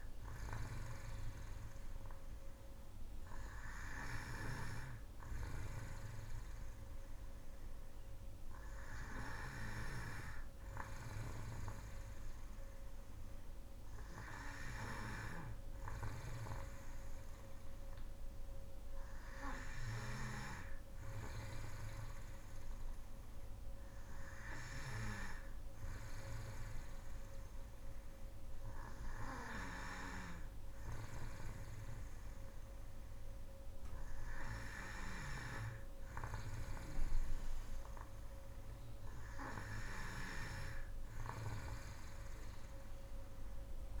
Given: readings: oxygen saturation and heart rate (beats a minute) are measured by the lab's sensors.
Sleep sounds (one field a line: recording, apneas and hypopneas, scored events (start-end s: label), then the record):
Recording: breathing in sleep by a room microphone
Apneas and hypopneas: none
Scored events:
16.00-44.00 s: new sleep stage, N3 (deep sleep)
From the record:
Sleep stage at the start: N2 (light sleep)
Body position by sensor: on the back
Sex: female